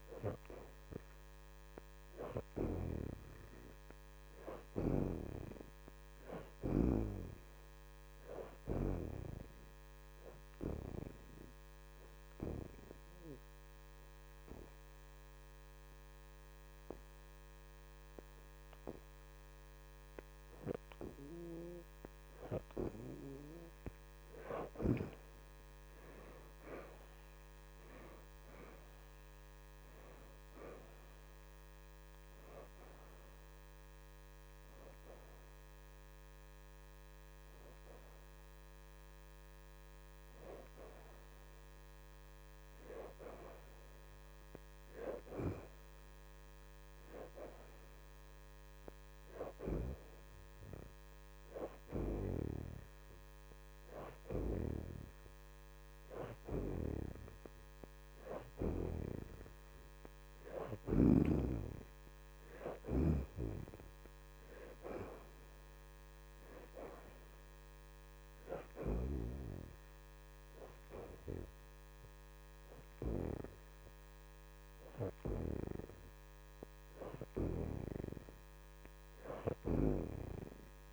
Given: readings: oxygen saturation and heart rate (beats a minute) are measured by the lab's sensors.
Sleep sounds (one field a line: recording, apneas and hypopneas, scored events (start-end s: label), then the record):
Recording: breathing in sleep by a microphone on the trachea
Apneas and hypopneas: 1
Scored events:
0.00-8.00 s: oxygen desaturation (device-marked, oxygen 65% lowest, heart rate 80 extreme)
12.00-23.50 s: obstructive apnea (oxygen 84% before, 62% lowest, heart rate 82 before, 79 extreme, up 11 after)
17.00-26.00 s: oxygen desaturation (device-marked, oxygen 75% before, 66% lowest, heart rate 82 before, 79 extreme)
25.50-29.50 s: arousal
42.00-56.00 s: oxygen desaturation (device-marked, oxygen 70% before, 62% lowest, heart rate 87 before, 80 extreme)
65.00-80.93 s: oxygen desaturation (device-marked, oxygen 77% before, 66% lowest, heart rate 85 before, 80 extreme)
From the record:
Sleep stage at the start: N2 (light sleep)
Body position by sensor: on the back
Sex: female